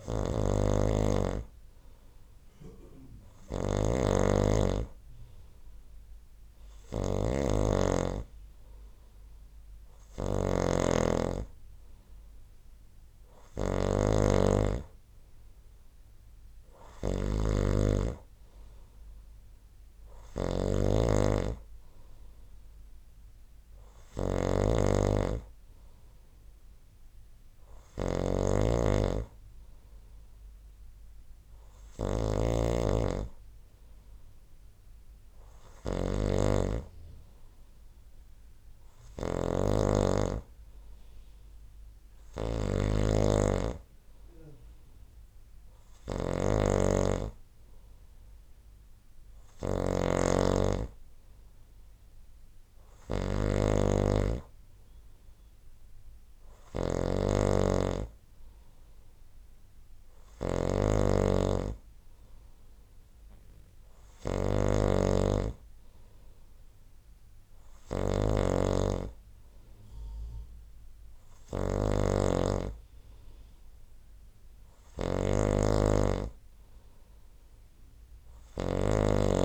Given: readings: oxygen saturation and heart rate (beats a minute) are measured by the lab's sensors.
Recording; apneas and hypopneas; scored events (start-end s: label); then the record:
breathing in sleep by a room microphone; none
0.00-79.45 s: snoring (device-marked)
From the record:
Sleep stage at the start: N2 (light sleep); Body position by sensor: on the right side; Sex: male